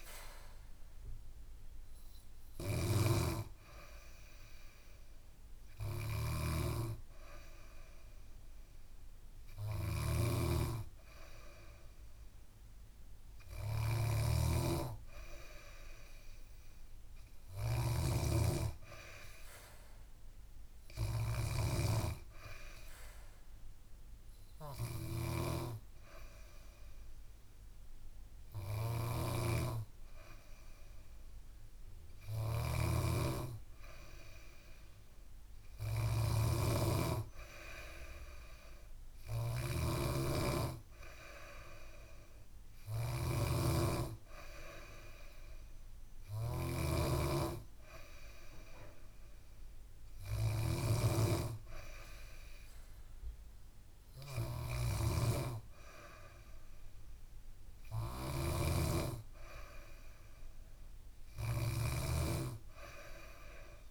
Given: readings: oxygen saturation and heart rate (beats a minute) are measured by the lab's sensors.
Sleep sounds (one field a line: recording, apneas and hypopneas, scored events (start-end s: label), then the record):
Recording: breathing in sleep by a room microphone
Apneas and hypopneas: none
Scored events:
0.00-1.00 s: arousal
0.00-63.91 s: snoring (device-marked)
From the record:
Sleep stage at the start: N2 (light sleep)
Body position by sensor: on the back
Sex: female